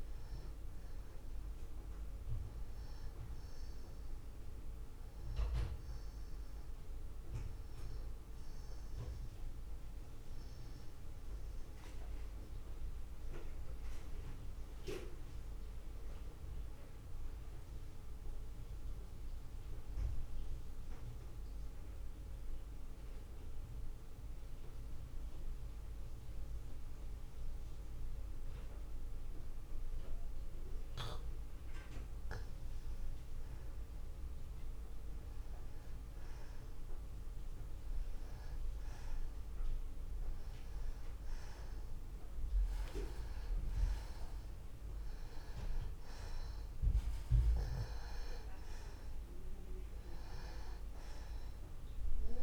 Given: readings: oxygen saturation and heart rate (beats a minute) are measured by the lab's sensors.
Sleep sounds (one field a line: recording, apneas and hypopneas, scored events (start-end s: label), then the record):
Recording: breathing in sleep by a room microphone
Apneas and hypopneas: 1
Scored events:
0.00-23.50 s: oxygen desaturation (device-marked, oxygen 87% lowest)
6.50-9.50 s: arousal
10.50-32.50 s: mixed apnea (oxygen 95% before, 87% lowest)
34.00-38.00 s: arousal
46.50-52.43 s: oxygen desaturation (device-marked, oxygen 96% before, 87% lowest)
From the record:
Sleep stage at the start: N2 (light sleep)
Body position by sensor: on the back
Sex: male